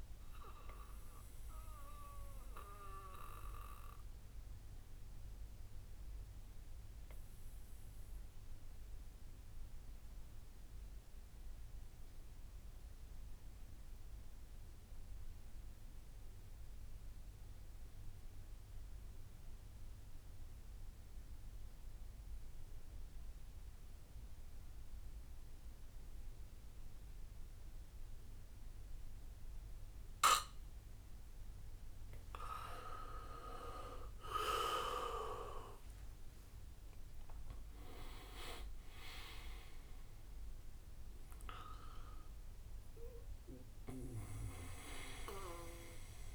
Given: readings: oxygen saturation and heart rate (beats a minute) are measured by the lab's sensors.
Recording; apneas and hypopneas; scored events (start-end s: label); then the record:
breathing in sleep by a room microphone; 1
0.00-5.50 s: bradycardia (device-marked, heart rate 57 extreme)
0.00-8.50 s: oxygen desaturation (device-marked, oxygen 91% lowest, heart rate 57 extreme)
0.50-30.50 s: obstructive apnea (oxygen 99% before, 90% lowest, heart rate 63 before, 54 extreme, up 20 after)
8.50-15.50 s: bradycardia (device-marked, heart rate 64 before, 59 extreme)
24.50-46.35 s: oxygen desaturation (device-marked, oxygen 98% before, 90% lowest, heart rate 60 before, 54 extreme)
27.00-29.00 s: long interval between heartbeats (device-marked, heart rate 60 before, 78 extreme)
34.50-39.00 s: arousal
37.50-45.50 s: drop in pulse transit time (device-marked, heart rate 69 before, 68 extreme)
38.50-40.50 s: long interval between heartbeats (device-marked, heart rate 69 before, 79 extreme)
43.50-46.35 s: bradycardia (device-marked, heart rate 65 before, 54 extreme)
From the record:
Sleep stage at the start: N2 (light sleep); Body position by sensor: on the back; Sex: male